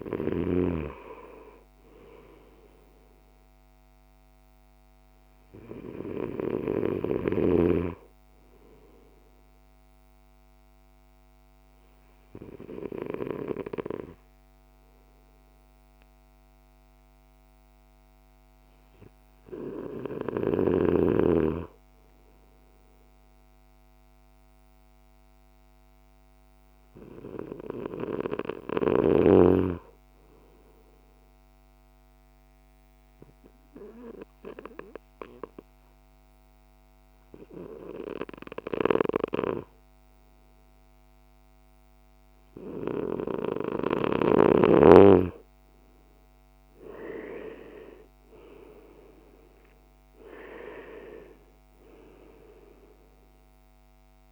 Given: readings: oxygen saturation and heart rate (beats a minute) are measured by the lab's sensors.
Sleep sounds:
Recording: breathing in sleep by a microphone on the trachea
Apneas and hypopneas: 1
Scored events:
30.50-44.00 s: obstructive apnea (oxygen 97% before, 92% lowest, heart rate 56 before, 53 extreme, up 8 after)
46.50-50.00 s: arousal
From the record:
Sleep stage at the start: N2 (light sleep)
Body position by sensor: on the back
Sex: male

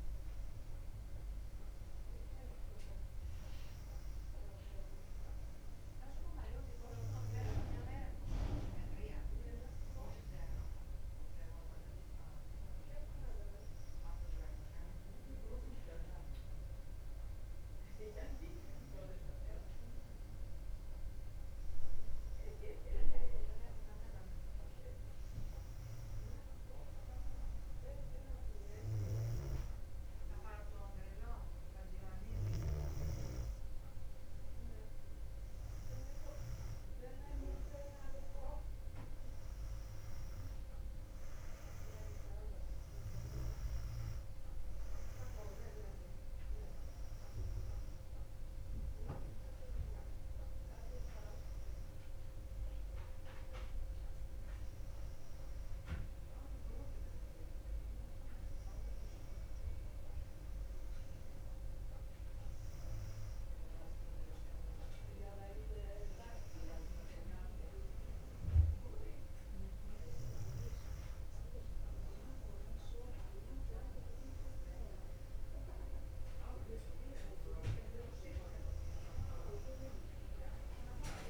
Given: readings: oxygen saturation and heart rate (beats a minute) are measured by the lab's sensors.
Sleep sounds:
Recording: breathing in sleep by a room microphone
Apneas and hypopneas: 1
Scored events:
63.00-74.00 s: hypopnea (oxygen 97% before, 95% lowest, heart rate 61 before, 58 extreme, up 1 after)
76.50-79.50 s: arousal
From the record:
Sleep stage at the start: N2 (light sleep)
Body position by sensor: on the back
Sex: female

